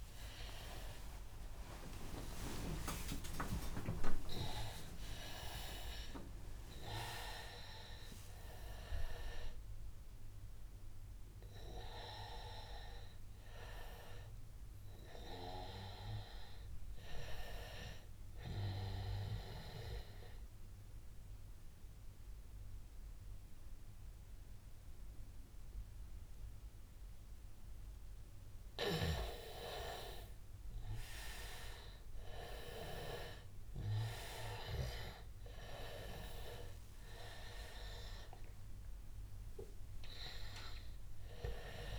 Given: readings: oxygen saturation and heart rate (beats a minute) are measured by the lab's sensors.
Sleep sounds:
breathing in sleep by a room microphone; 1
0.00-2.50 s: oxygen desaturation (device-marked, oxygen 93% lowest, heart rate 86 extreme)
1.00-3.00 s: long interval between heartbeats (device-marked, heart rate 91 before, 101 extreme)
2.00-7.50 s: arousal
18.00-29.00 s: obstructive apnea (oxygen 98% before, 91% lowest, heart rate 108 before, 82 extreme, up 10 after)
21.50-41.99 s: new sleep stage, N2 (light sleep)
32.00-36.50 s: arousal
32.50-41.99 s: oxygen desaturation (device-marked, oxygen 97% before, 93% lowest, heart rate 92 before, 89 extreme)
From the record:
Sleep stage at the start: N1 (lightest sleep); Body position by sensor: on the back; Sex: male

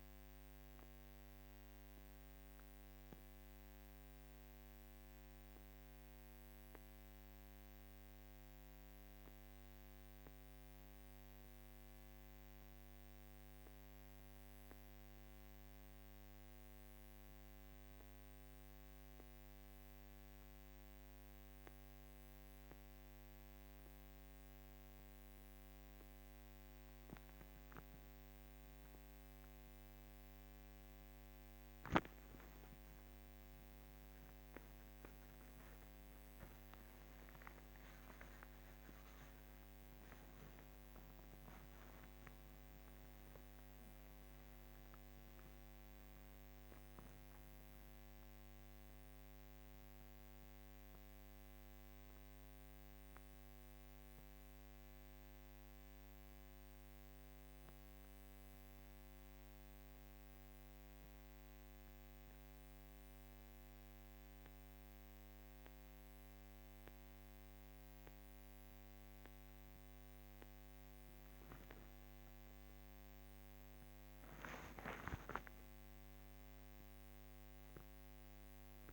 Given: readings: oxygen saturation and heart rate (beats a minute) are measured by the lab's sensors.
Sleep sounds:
breathing in sleep, hard to hear, by a microphone on the trachea; 2
3.00-24.00 s: hypopnea (oxygen 97% before, 96% lowest, heart rate 54 before, 51 extreme, up 10 after)
26.00-30.00 s: arousal
52.00-56.50 s: arousal
60.50-73.50 s: hypopnea (oxygen 98% before, 97% lowest, heart rate 58 before, 50 extreme, up 29 after)
75.50-78.93 s: arousal
From the record:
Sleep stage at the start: N2 (light sleep); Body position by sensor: on the back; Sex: female

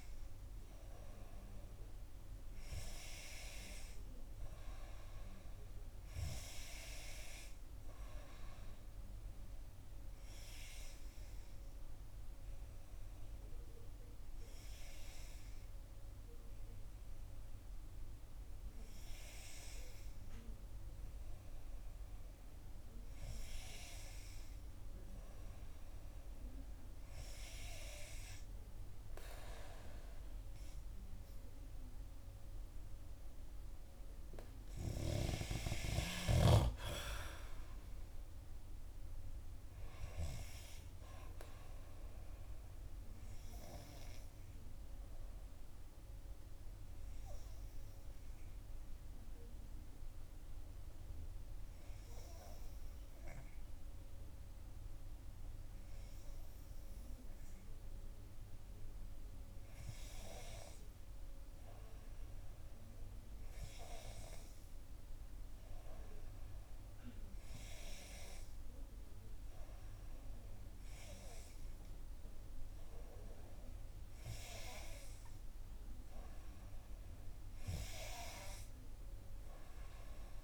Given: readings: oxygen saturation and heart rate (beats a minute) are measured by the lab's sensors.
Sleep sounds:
breathing in sleep by a room microphone; 2
8.00-21.50 s: hypopnea (oxygen 94% before, 91% lowest, heart rate 61 before, 58 extreme, up 3 after)
23.00-26.50 s: arousal
44.50-59.50 s: obstructive apnea (oxygen 93% before, 91% lowest, heart rate 62 before, 58 extreme, up 2 after)
62.00-65.50 s: arousal
72.50-78.50 s: oxygen desaturation (device-marked, oxygen 96% before, 92% lowest, heart rate 60 before, 57 extreme)
From the record:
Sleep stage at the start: N2 (light sleep); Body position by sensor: on the back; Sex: female

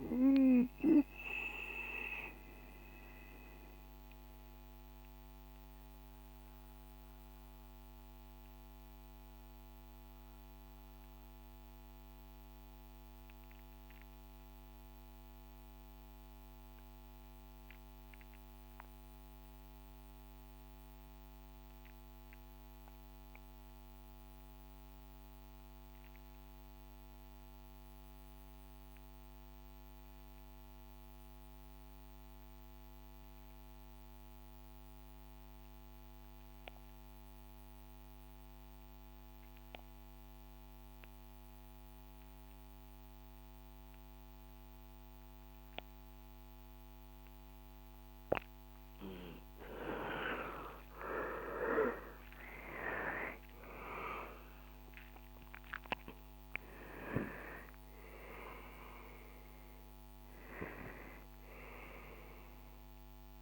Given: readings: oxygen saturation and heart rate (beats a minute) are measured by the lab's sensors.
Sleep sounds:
breathing in sleep by a microphone on the trachea; 1
0.00-12.00 s: oxygen desaturation (device-marked, oxygen 83% lowest, heart rate 57 extreme)
1.00-47.00 s: mixed apnea (oxygen 91% before, 83% lowest, heart rate 70 before, 58 extreme, up 16 after)
38.00-63.42 s: oxygen desaturation (device-marked, oxygen 97% before, 83% lowest, heart rate 66 before, 55 extreme)
49.50-54.50 s: arousal
From the record:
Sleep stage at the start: REM sleep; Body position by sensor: on the back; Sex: male

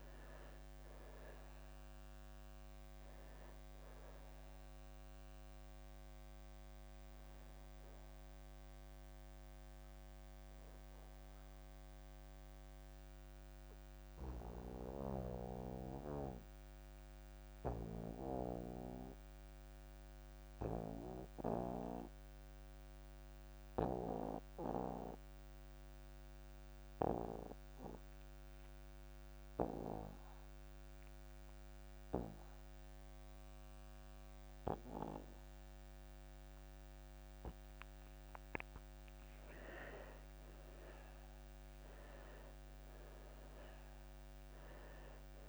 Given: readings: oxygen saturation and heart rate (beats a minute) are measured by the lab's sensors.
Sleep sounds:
breathing in sleep by a microphone on the trachea; 1
0.00-23.00 s: oxygen desaturation (device-marked, oxygen 74% lowest)
10.50-39.00 s: obstructive apnea (oxygen 91% before, 74% lowest)
36.00-45.49 s: oxygen desaturation (device-marked, oxygen 99% before, 81% lowest)
41.00-45.49 s: arousal
From the record:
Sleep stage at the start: N2 (light sleep); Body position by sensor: on the back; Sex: male

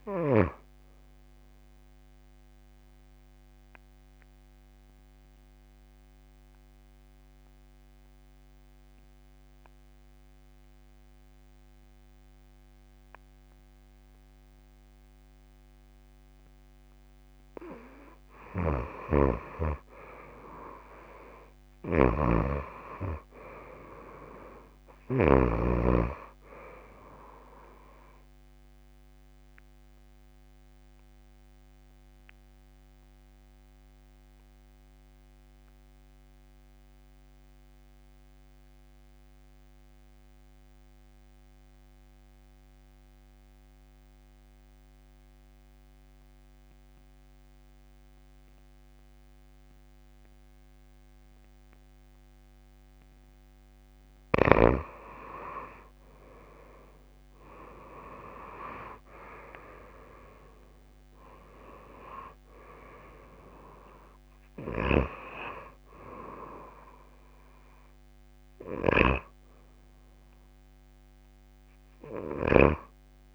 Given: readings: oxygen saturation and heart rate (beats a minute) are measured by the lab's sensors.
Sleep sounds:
breathing in sleep by a microphone on the trachea; 2
0.00-7.50 s: oxygen desaturation (device-marked, oxygen 89% lowest)
2.50-17.00 s: obstructive apnea (oxygen 98% before, 87% lowest)
19.00-25.50 s: snoring (device-marked)
20.50-24.00 s: arousal
21.50-47.50 s: oxygen desaturation (device-marked, oxygen 97% before, 89% lowest)
29.50-52.00 s: obstructive apnea (oxygen 97% before, 87% lowest)
54.00-58.00 s: arousal
54.50-73.35 s: oxygen desaturation (device-marked, oxygen 97% before, 87% lowest)
From the record:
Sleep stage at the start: N2 (light sleep); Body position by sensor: on the back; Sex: female

